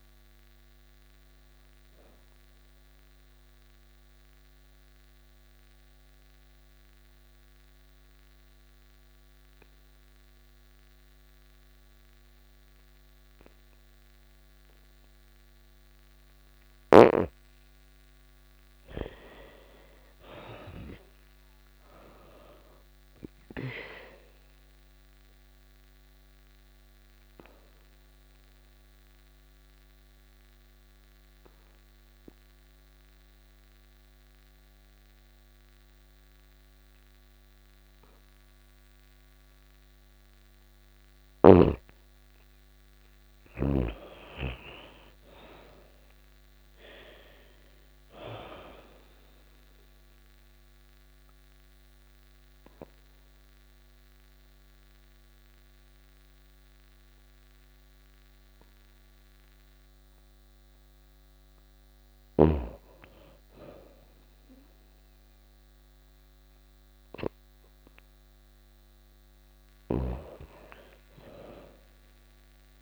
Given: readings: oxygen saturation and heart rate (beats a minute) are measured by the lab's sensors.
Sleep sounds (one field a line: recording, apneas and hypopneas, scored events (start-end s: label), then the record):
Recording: breathing in sleep by a microphone on the trachea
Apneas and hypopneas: 3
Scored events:
0.00-8.50 s: oxygen desaturation (device-marked, oxygen 86% lowest, heart rate 85 extreme)
2.50-18.50 s: mixed apnea (oxygen 99% before, 85% lowest, heart rate 90 before, 84 extreme, up 5 after)
19.00-22.50 s: arousal
19.50-36.50 s: oxygen desaturation (device-marked, oxygen 99% before, 85% lowest, heart rate 88 before, 84 extreme)
24.50-38.00 s: obstructive apnea (oxygen 99% before, 85% lowest, heart rate 87 before, 84 extreme, up 4 after)
42.50-46.50 s: arousal
48.50-61.50 s: oxygen desaturation (device-marked, oxygen 99% before, 88% lowest, heart rate 86 before, 84 extreme)
50.00-62.00 s: obstructive apnea (oxygen 99% before, 88% lowest, heart rate 86 before, 84 extreme, up 4 after)
66.50-69.50 s: arousal
69.00-72.82 s: snoring (device-marked)
71.50-72.82 s: oxygen desaturation (device-marked, oxygen 98% before, 94% lowest, heart rate 86 before, 84 extreme)
From the record:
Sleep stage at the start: N2 (light sleep)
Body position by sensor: on the back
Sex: female